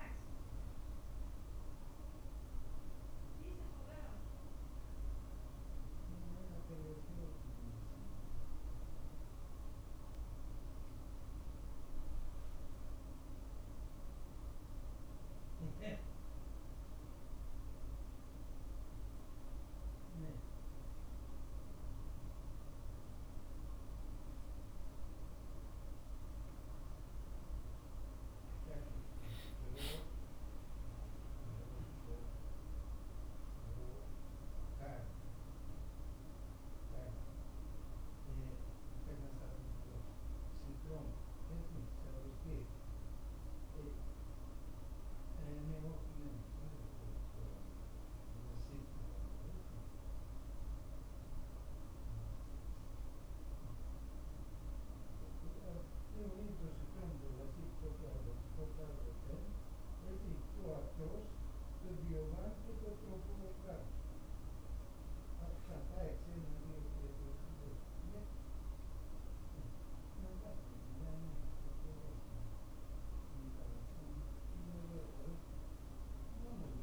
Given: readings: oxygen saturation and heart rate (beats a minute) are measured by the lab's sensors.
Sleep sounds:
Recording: a person awake in a sleep study, by a room microphone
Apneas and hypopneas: none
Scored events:
0.00-5.00 s: drop in pulse transit time (device-marked, heart rate 49 extreme)
From the record:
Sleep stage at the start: awake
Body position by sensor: on the back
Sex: male

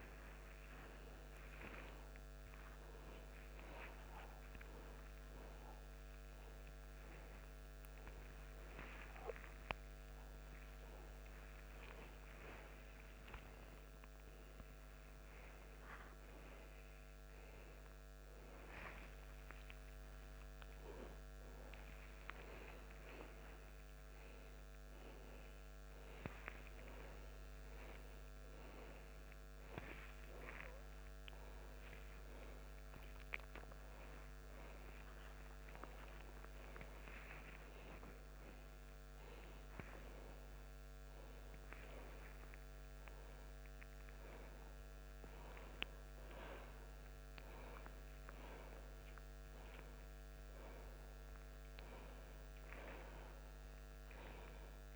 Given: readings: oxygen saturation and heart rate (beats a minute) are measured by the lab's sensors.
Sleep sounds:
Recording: a person awake in a sleep study, by a microphone on the trachea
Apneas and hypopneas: none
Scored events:
22.50-33.50 s: oxygen desaturation (device-marked, oxygen 97% before, 94% lowest, heart rate 138 before, 127 extreme)
From the record:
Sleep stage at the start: awake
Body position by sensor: on the back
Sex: male

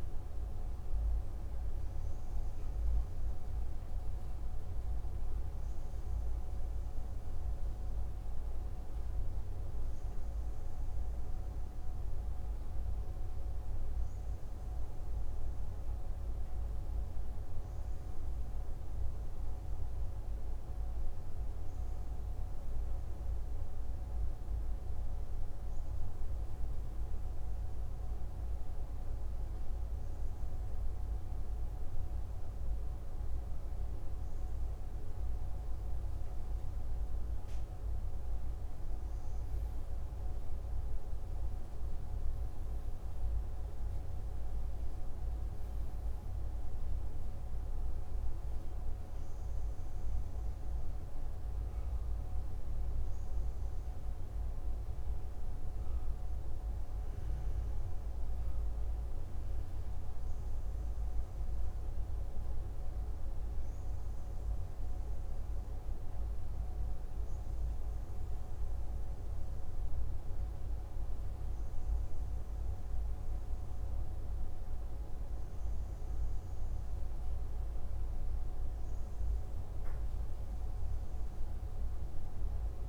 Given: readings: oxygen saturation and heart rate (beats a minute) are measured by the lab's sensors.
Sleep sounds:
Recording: breathing in sleep, hard to hear, by a room microphone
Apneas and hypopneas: 1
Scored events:
20.50-38.50 s: hypopnea (oxygen 95% before, 93% lowest, heart rate 60 before, 57 extreme, up 5 after)
41.00-45.50 s: arousal
From the record:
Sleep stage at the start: N2 (light sleep)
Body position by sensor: on the left side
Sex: male

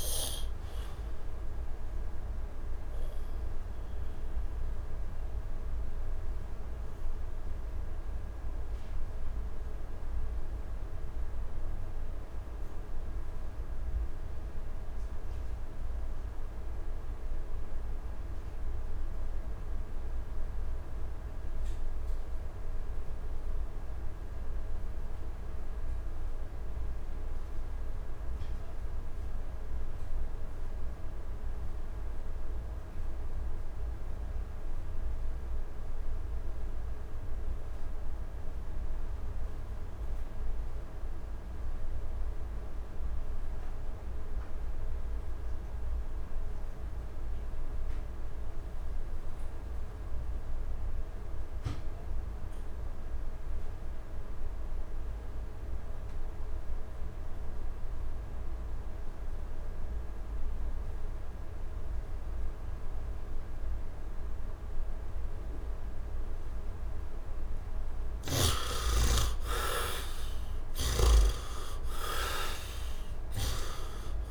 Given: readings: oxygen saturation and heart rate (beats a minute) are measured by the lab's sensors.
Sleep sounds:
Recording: breathing in sleep by a room microphone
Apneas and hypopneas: 1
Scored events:
0.00-10.00 s: oxygen desaturation (device-marked, oxygen 72% lowest, heart rate 69 extreme)
1.50-66.50 s: mixed apnea (oxygen 99% before, 43% lowest, heart rate 86 before, 69 extreme, up 32 after)
17.00-74.31 s: oxygen desaturation (device-marked, oxygen 99% before, 43% lowest, heart rate 77 before, 69 extreme)
68.00-73.00 s: arousal
From the record:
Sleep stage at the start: N2 (light sleep)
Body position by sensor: on the back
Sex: male

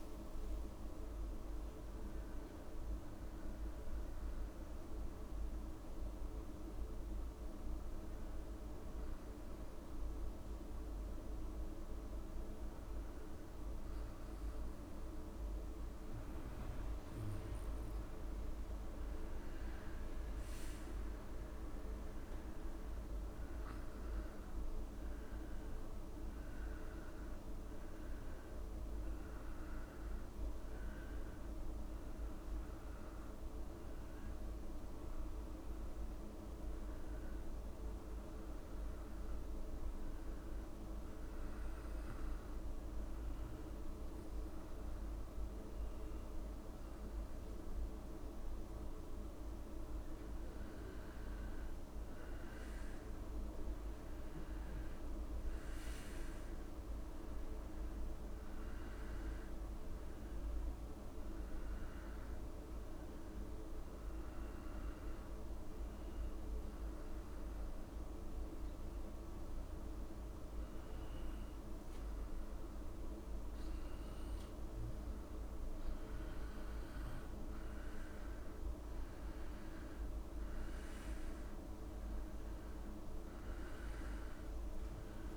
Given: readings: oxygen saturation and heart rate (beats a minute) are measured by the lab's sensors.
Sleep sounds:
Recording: breathing in sleep, hard to hear, by a room microphone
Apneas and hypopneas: 3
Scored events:
0.00-1.00 s: arousal
2.50-18.00 s: hypopnea (oxygen 98% before, 90% lowest, heart rate 78 before, 79 extreme, up 1 after)
13.50-39.50 s: oxygen desaturation (device-marked, oxygen 97% before, 92% lowest, heart rate 79 before, 77 extreme)
20.50-23.50 s: arousal
41.50-51.50 s: obstructive apnea (oxygen 97% before, 90% lowest, heart rate 82 before, 77 extreme, up 3 after)
53.50-57.00 s: arousal
58.50-73.50 s: oxygen desaturation (device-marked, oxygen 95% before, 90% lowest, heart rate 79 before, 78 extreme)
66.00-77.00 s: obstructive apnea (oxygen 96% before, 91% lowest, heart rate 79 before, 78 extreme, up 0 after)
82.50-85.37 s: oxygen desaturation (device-marked, oxygen 96% before, 92% lowest, heart rate 81 before, 78 extreme)
From the record:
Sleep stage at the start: N2 (light sleep)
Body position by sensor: on the back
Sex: male

